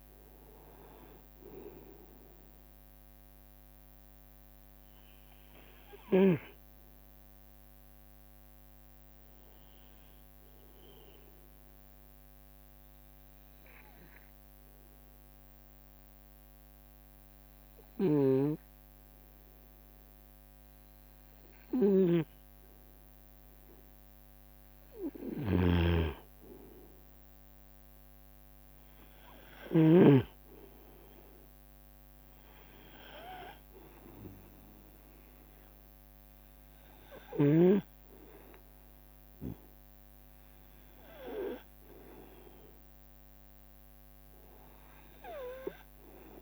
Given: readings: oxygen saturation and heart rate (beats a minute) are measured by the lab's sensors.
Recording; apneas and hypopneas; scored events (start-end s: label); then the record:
breathing in sleep by a microphone on the trachea; 1
0.00-1.50 s: drop in pulse transit time (device-marked, heart rate 74 extreme)
0.00-13.50 s: oxygen desaturation (device-marked, oxygen 90% lowest, heart rate 66 extreme)
10.00-23.50 s: obstructive apnea (oxygen 94% before, 91% lowest, heart rate 74 before, 66 extreme, up 23 after)
18.50-30.50 s: snoring (device-marked)
24.00-26.00 s: long interval between heartbeats (device-marked, heart rate 68 before, 87 extreme)
25.50-28.50 s: arousal
31.50-46.42 s: oxygen desaturation (device-marked, oxygen 97% before, 93% lowest, heart rate 75 before, 71 extreme)
From the record:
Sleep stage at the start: N2 (light sleep); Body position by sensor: on the right side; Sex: male